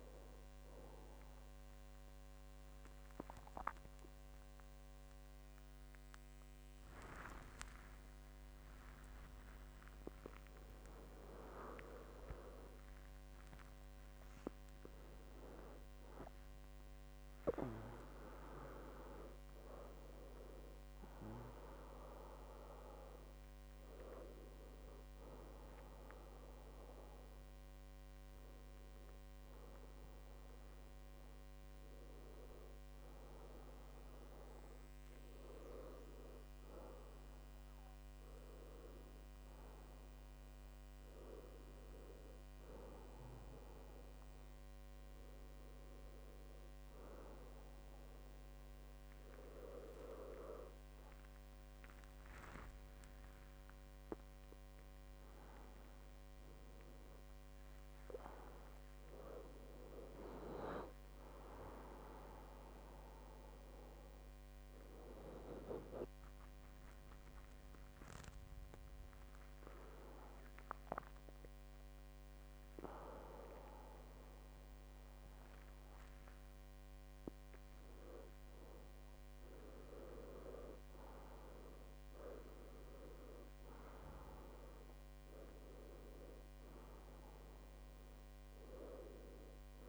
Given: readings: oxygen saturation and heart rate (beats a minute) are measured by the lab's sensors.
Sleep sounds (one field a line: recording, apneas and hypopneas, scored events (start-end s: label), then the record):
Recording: a person partly awake in a sleep study, by a microphone on the trachea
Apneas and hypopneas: 1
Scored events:
0.00-15.00 s: oxygen desaturation (device-marked, oxygen 89% lowest, heart rate 70 extreme)
8.00-14.00 s: arousal
27.00-38.00 s: hypopnea (oxygen 98% before, 96% lowest, heart rate 85 before, 69 extreme, up 7 after)
31.00-61.00 s: new sleep stage, N1 (lightest sleep)
31.50-33.50 s: long interval between heartbeats (device-marked, heart rate 83 before, 70 extreme)
52.00-54.00 s: long interval between heartbeats (device-marked, heart rate 73 before, 82 extreme)
61.00-89.88 s: new sleep stage, awake
From the record:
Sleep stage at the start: N2 (light sleep)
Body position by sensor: on the back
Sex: male